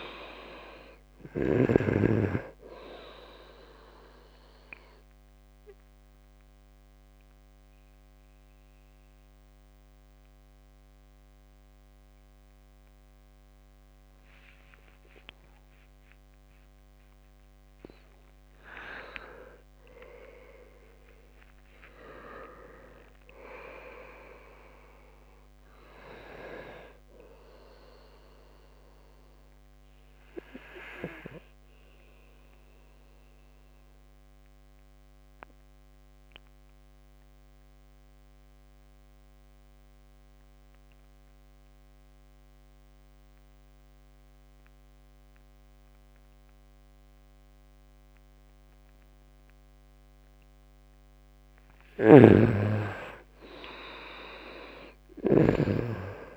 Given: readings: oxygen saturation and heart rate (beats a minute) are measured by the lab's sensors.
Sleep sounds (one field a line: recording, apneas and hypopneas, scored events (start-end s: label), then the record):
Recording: breathing in sleep by a microphone on the trachea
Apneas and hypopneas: 2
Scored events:
0.00-23.00 s: oxygen desaturation (device-marked, oxygen 85% lowest, heart rate 73 extreme)
4.50-16.50 s: obstructive apnea (oxygen 98% before, 85% lowest, heart rate 76 before, 75 extreme, up 39 after)
17.00-19.00 s: long interval between heartbeats (device-marked, heart rate 80 before, 89 extreme)
19.00-24.00 s: arousal
22.00-24.00 s: long interval between heartbeats (device-marked, heart rate 83 before, 105 extreme)
34.00-50.50 s: obstructive apnea (oxygen 98% before, 88% lowest, heart rate 91 before, 72 extreme, up 6 after)
49.00-56.37 s: oxygen desaturation (device-marked, oxygen 98% before, 89% lowest, heart rate 76 before, 74 extreme)
51.50-56.37 s: snoring (device-marked)
52.50-56.00 s: arousal
From the record:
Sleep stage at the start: N2 (light sleep)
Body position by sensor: on the right side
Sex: male